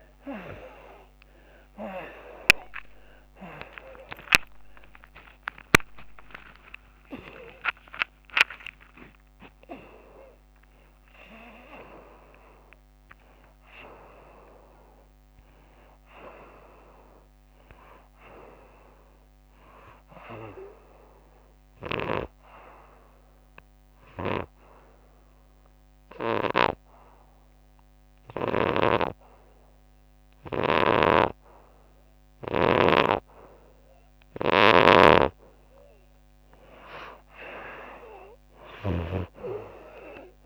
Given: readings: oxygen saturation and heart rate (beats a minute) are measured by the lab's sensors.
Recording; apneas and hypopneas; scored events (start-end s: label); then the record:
breathing in sleep by a microphone on the trachea; 1
0.00-7.00 s: arousal
3.00-19.00 s: oxygen desaturation (device-marked, oxygen 98% before, 80% lowest, heart rate 92 before, 77 extreme)
21.50-34.00 s: obstructive apnea (oxygen 98% before, 78% lowest, heart rate 145 before, 77 extreme)
30.50-39.00 s: snoring (device-marked)
36.00-40.46 s: arousal
36.00-40.46 s: oxygen desaturation (device-marked, oxygen 95% before, 86% lowest, heart rate 98 before, 75 extreme)
From the record:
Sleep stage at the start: N2 (light sleep); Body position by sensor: on the back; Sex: female